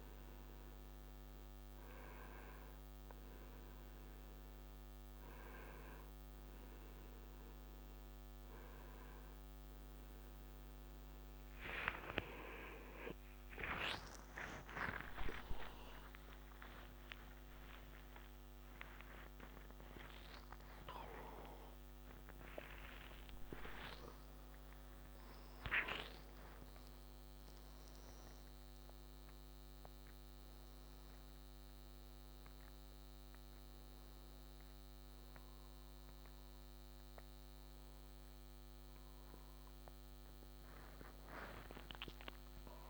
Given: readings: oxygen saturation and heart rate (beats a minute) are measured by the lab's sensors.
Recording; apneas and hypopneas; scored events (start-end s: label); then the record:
a person awake in a sleep study, by a microphone on the trachea; none
none scored
From the record:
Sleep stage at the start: awake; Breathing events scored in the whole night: 247 in 3.8 hours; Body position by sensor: on the back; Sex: male